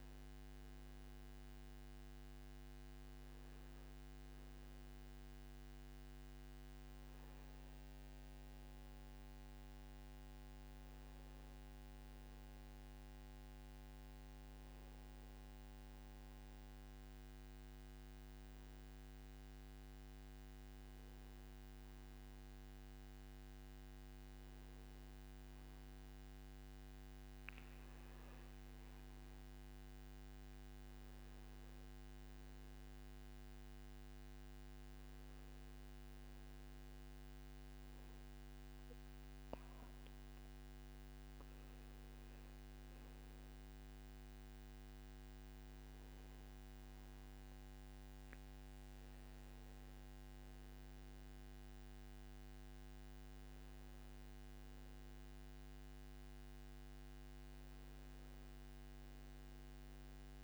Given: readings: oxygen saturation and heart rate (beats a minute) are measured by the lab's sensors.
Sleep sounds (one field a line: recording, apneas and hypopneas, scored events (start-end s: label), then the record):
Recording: breathing in sleep, hard to hear, by a microphone on the trachea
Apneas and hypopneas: none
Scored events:
56.50-60.44 s: new sleep stage, N2 (light sleep)
From the record:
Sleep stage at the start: N1 (lightest sleep)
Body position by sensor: on the right side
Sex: male